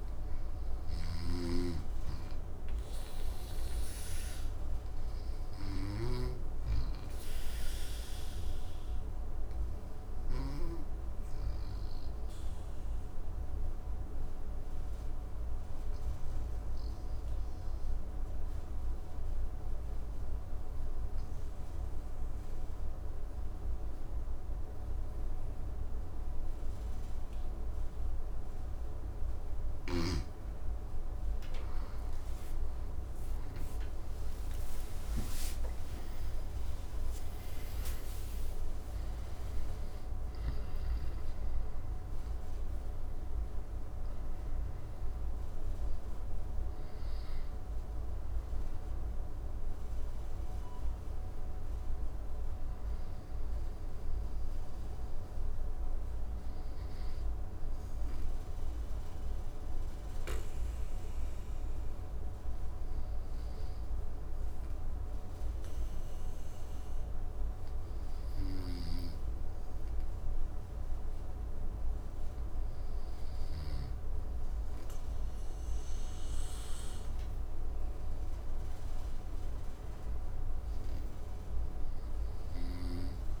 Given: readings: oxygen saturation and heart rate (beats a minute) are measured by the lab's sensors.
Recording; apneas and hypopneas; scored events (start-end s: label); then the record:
breathing in sleep, hard to hear, by a room microphone; 2
0.00-15.50 s: oxygen desaturation (device-marked, oxygen 95% lowest, heart rate 54 extreme)
0.50-29.00 s: obstructive apnea (oxygen 100% before, 90% lowest, heart rate 57 before, 54 extreme, up 15 after)
30.50-45.50 s: oxygen desaturation (device-marked, oxygen 98% before, 90% lowest, heart rate 55 before, 56 extreme)
31.00-36.50 s: arousal
57.50-70.50 s: obstructive apnea (oxygen 97% before, 95% lowest, heart rate 68 before, 54 extreme, up 4 after)
72.50-76.50 s: arousal
From the record:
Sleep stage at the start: N2 (light sleep); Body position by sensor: on the back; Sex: male